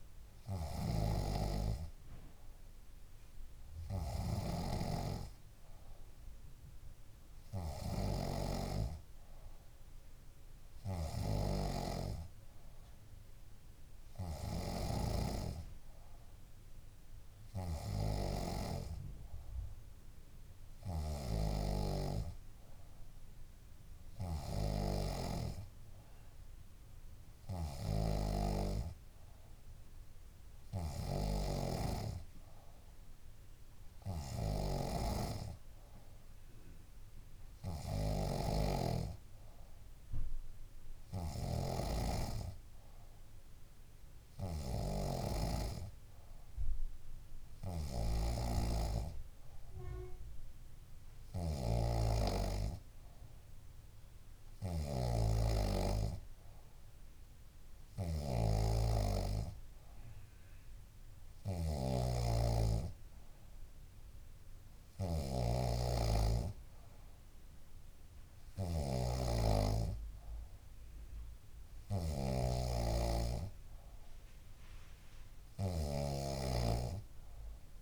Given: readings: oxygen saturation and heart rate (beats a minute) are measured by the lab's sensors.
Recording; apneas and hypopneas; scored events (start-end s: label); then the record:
breathing in sleep by a room microphone; none
0.00-15.00 s: snoring (device-marked)
27.50-42.00 s: snoring (device-marked)
58.00-77.82 s: snoring (device-marked)
From the record:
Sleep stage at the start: N3 (deep sleep); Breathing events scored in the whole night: 144 in 7.3 hours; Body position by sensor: on the back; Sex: female